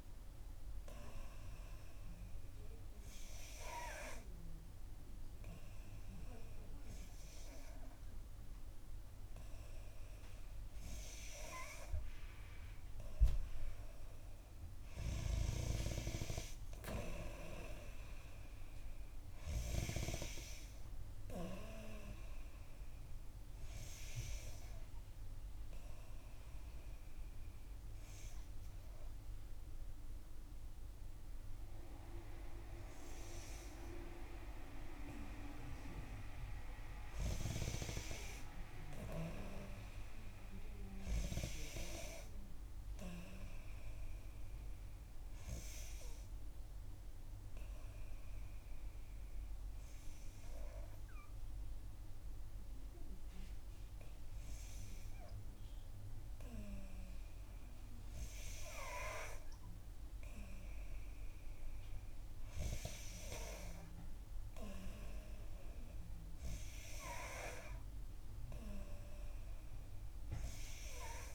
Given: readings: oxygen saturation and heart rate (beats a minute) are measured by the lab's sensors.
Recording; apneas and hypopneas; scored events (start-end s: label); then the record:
breathing in sleep by a room microphone; 2
1.00-12.00 s: hypopnea (oxygen 91% before, 89% lowest, heart rate 64 before, 57 extreme, up 1 after)
14.50-18.00 s: arousal
25.00-36.50 s: obstructive apnea (oxygen 92% before, 89% lowest, heart rate 63 before, 57 extreme, up 9 after)
44.00-47.00 s: arousal
From the record:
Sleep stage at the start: N2 (light sleep); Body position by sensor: on the back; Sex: female